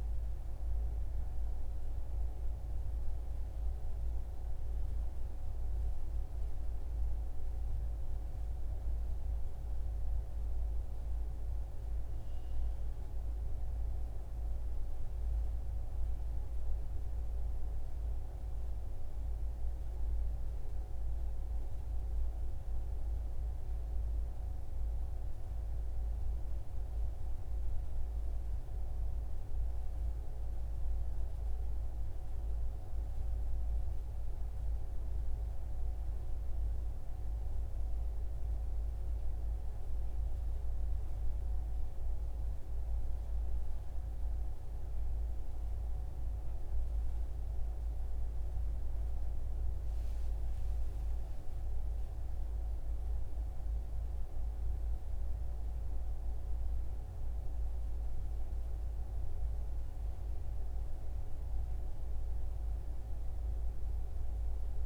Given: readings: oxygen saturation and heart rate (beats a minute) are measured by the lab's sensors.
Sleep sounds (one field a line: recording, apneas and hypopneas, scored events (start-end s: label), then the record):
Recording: breathing in sleep, hard to hear, by a room microphone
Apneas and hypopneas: none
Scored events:
50.50-55.00 s: arousal
From the record:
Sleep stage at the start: N2 (light sleep)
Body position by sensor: on the right side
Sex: male